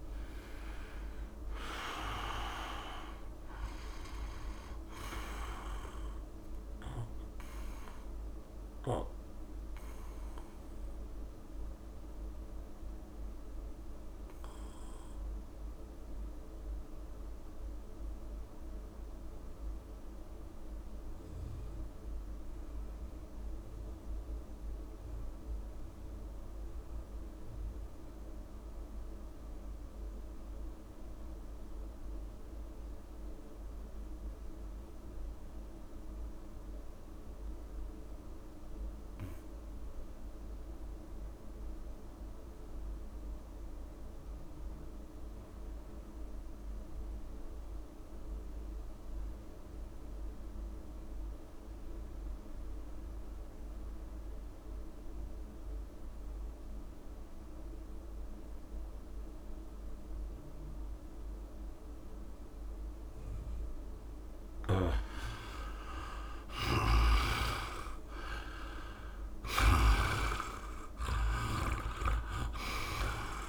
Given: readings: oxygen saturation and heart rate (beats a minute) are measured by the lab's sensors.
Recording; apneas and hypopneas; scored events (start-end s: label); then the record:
breathing in sleep by a room microphone; 1
0.00-22.50 s: oxygen desaturation (device-marked, oxygen 83% lowest, heart rate 53 extreme)
0.50-2.50 s: long interval between heartbeats (device-marked, heart rate 69 before, 74 extreme)
10.50-63.50 s: obstructive apnea (oxygen 98% before, 73% lowest, heart rate 67 before, 61 extreme, up 33 after)
37.50-73.49 s: oxygen desaturation (device-marked, oxygen 99% before, 73% lowest, heart rate 68 before, 61 extreme)
65.00-67.00 s: long interval between heartbeats (device-marked, heart rate 65 before, 74 extreme)
65.00-68.50 s: arousal
66.50-73.49 s: snoring (device-marked)
70.50-72.50 s: long interval between heartbeats (device-marked, heart rate 72 before, 88 extreme)
From the record:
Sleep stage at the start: REM sleep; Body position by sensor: on the back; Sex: male